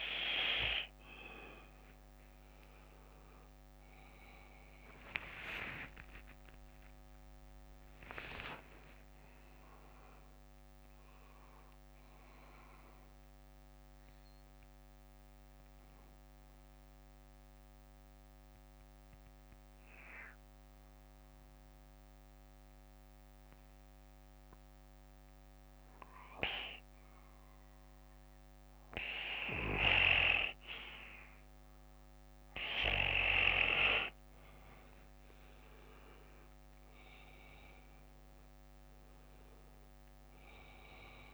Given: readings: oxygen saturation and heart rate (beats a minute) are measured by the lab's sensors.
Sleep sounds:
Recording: breathing in sleep by a microphone on the trachea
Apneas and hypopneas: 1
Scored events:
0.00-2.00 s: bradycardia (device-marked, heart rate 52 extreme)
5.00-11.00 s: oxygen desaturation (device-marked, oxygen 95% before, 92% lowest, heart rate 62 before, 48 extreme)
6.00-11.00 s: arousal
14.00-23.00 s: bradycardia (device-marked, heart rate 61 before, 48 extreme)
14.00-33.50 s: mixed apnea (oxygen 96% before, 92% lowest, heart rate 65 before, 48 extreme, up 17 after)
25.00-28.00 s: bradycardia (device-marked, heart rate 61 before, 55 extreme)
29.00-33.00 s: bradycardia (device-marked, heart rate 61 before, 56 extreme)
36.00-40.50 s: arousal
From the record:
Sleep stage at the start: N2 (light sleep)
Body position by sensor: on the back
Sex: male

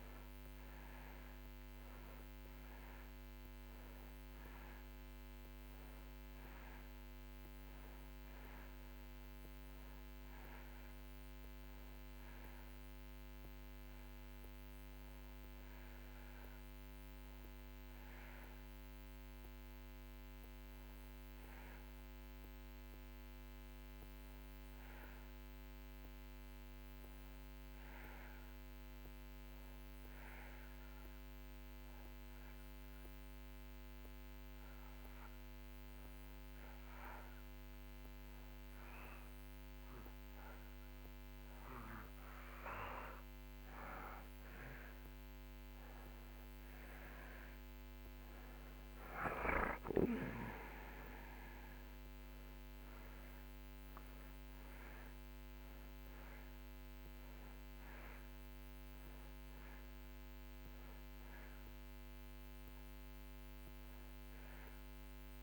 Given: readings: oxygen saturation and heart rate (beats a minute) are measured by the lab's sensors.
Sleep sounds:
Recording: breathing in sleep by a microphone on the trachea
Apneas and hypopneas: 1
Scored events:
0.00-26.00 s: oxygen desaturation (device-marked, oxygen 84% lowest)
24.00-27.50 s: arousal
30.50-43.50 s: hypopnea (oxygen 96% before, 87% lowest)
41.00-65.43 s: oxygen desaturation (device-marked, oxygen 96% before, 87% lowest)
45.50-49.00 s: arousal
From the record:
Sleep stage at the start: N2 (light sleep)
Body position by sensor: on the back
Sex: male

